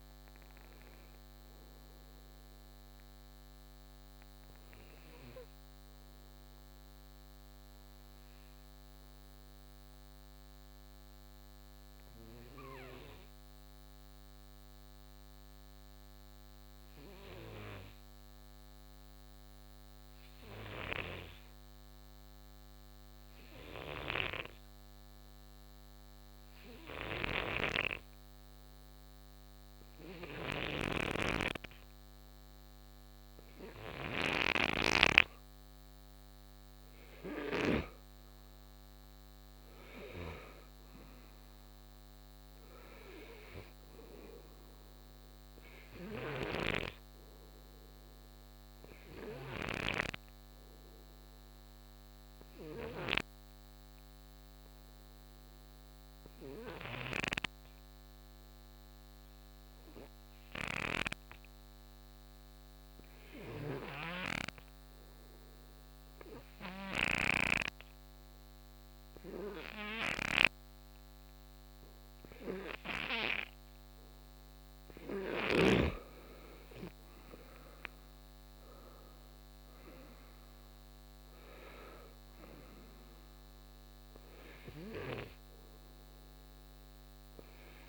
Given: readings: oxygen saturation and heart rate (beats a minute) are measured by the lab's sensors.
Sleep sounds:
breathing in sleep by a microphone on the trachea; 2
8.50-33.50 s: oxygen desaturation (device-marked, oxygen 92% before, 88% lowest, heart rate 65 before, 57 extreme)
10.00-27.00 s: hypopnea (oxygen 95% before, 88% lowest, heart rate 63 before, 58 extreme, up 1 after)
23.50-30.50 s: snoring (device-marked)
28.50-32.50 s: arousal
53.50-72.50 s: hypopnea (oxygen 92% before, 89% lowest, heart rate 64 before, 53 extreme, up 10 after)
76.00-80.50 s: arousal
From the record:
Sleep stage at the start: N2 (light sleep); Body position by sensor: on the right side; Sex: male

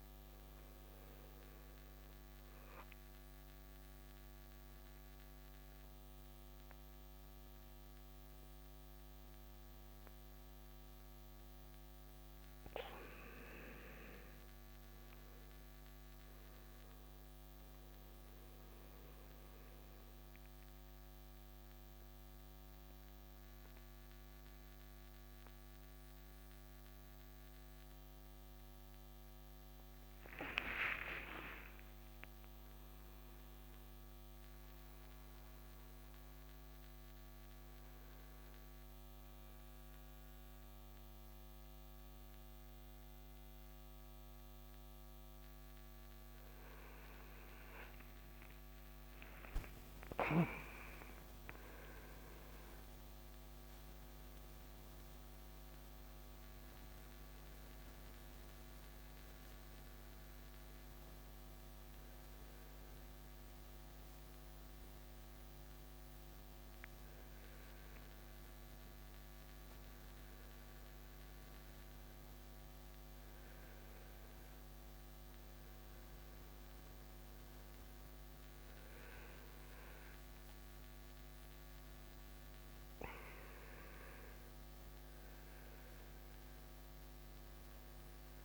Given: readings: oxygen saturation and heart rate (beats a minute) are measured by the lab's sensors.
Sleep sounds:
breathing in sleep by a microphone on the trachea; 1
4.50-15.00 s: central apnea (oxygen 97% before, 95% lowest)
17.50-21.00 s: arousal
18.00-48.00 s: new sleep stage, N1 (lightest sleep)
48.00-51.50 s: arousal
48.00-88.45 s: new sleep stage, N2 (light sleep)
From the record:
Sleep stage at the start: N2 (light sleep); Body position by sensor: on the back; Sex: male

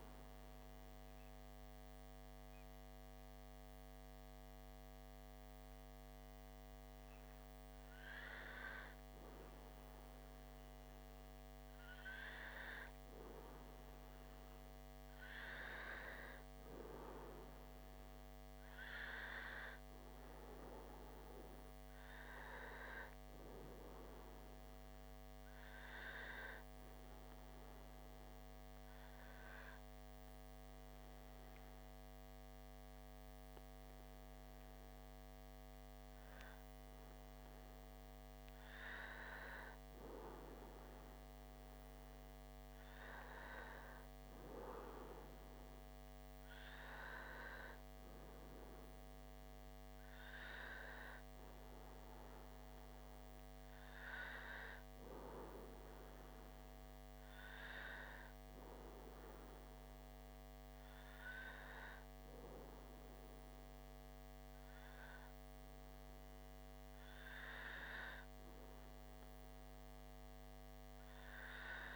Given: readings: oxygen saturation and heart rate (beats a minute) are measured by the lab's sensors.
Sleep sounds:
breathing in sleep by a microphone on the trachea; 1
27.00-37.50 s: obstructive apnea (oxygen 97% before, 94% lowest)
40.00-44.50 s: arousal
66.00-71.96 s: new sleep stage, N2 (light sleep)
From the record:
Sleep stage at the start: REM sleep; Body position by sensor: on the back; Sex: male

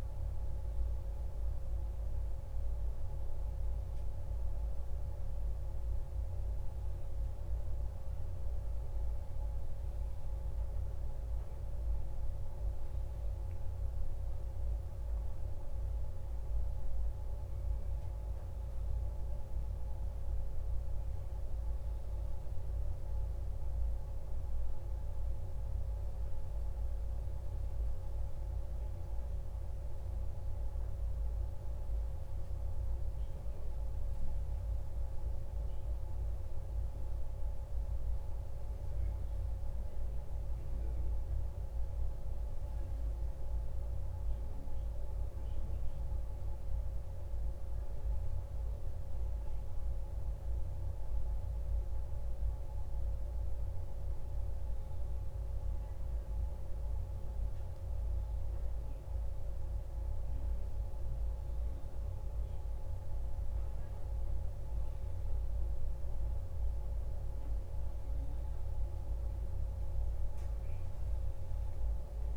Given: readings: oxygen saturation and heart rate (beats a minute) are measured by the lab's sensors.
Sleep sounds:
a person awake in a sleep study, hard to hear, by a room microphone; none
none scored
From the record:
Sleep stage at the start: awake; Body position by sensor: on the back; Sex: male

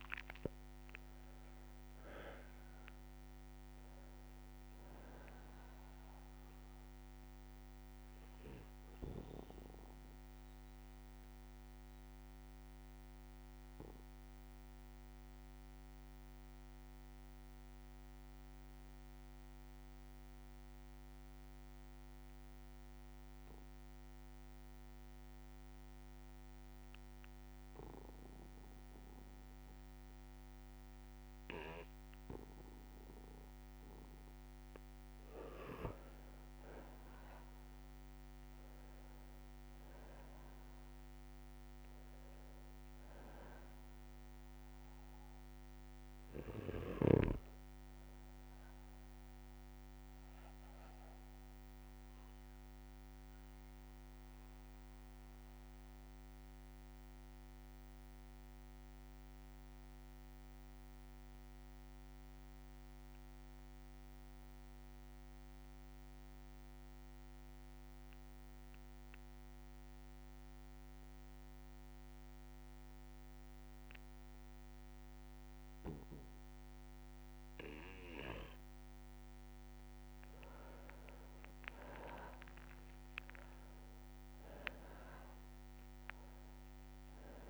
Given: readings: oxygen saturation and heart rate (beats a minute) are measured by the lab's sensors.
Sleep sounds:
breathing in sleep by a microphone on the trachea; 2
0.00-2.00 s: arousal
0.00-22.00 s: oxygen desaturation (device-marked, oxygen 92% lowest, heart rate 57 extreme)
7.50-34.50 s: obstructive apnea (oxygen 99% before, 92% lowest, heart rate 62 before, 57 extreme, up 5 after)
9.00-27.00 s: bradycardia (device-marked, heart rate 64 before, 57 extreme)
37.50-43.00 s: arousal
38.00-61.00 s: oxygen desaturation (device-marked, oxygen 99% before, 93% lowest, heart rate 59 before, 58 extreme)
51.00-74.00 s: bradycardia (device-marked, heart rate 63 before, 58 extreme)
51.00-78.50 s: obstructive apnea (oxygen 99% before, 91% lowest, heart rate 62 before, 58 extreme, up 16 after)
75.00-87.50 s: oxygen desaturation (device-marked, oxygen 99% before, 91% lowest, heart rate 58 before, 58 extreme)
80.50-85.00 s: arousal
From the record:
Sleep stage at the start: N2 (light sleep); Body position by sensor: on the back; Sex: male

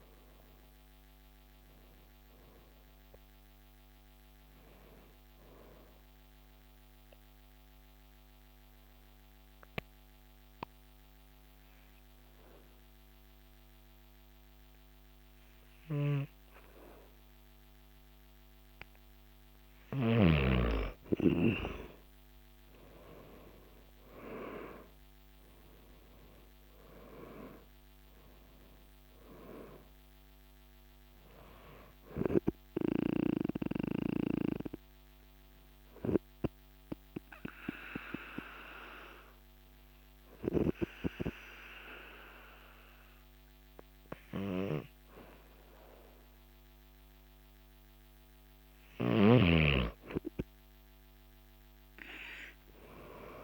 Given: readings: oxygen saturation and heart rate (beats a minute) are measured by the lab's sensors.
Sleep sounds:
breathing in sleep by a microphone on the trachea; 2
0.00-1.50 s: arousal
7.50-20.50 s: obstructive apnea (oxygen 96% before, 94% lowest, heart rate 69 before, 48 extreme, up 14 after)
22.00-26.00 s: arousal
34.00-48.00 s: obstructive apnea (oxygen 98% before, 94% lowest, heart rate 57 before, 48 extreme, up 9 after)
48.50-53.44 s: oxygen desaturation (device-marked, oxygen 97% before, 94% lowest, heart rate 51 before, 48 extreme)
From the record:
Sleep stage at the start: N2 (light sleep); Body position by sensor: on the back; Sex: male

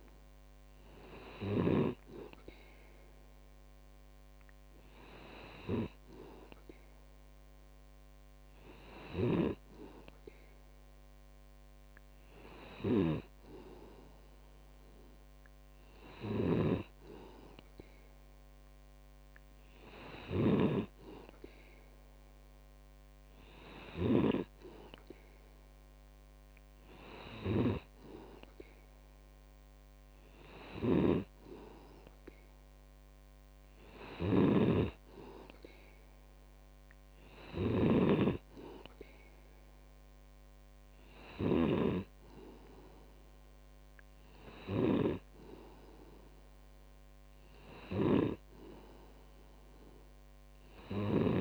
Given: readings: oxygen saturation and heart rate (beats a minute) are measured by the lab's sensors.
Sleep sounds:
breathing in sleep by a microphone on the trachea; none
0.00-2.00 s: snoring (device-marked)
34.00-42.00 s: snoring (device-marked)
From the record:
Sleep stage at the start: N2 (light sleep); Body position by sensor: on the back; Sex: male

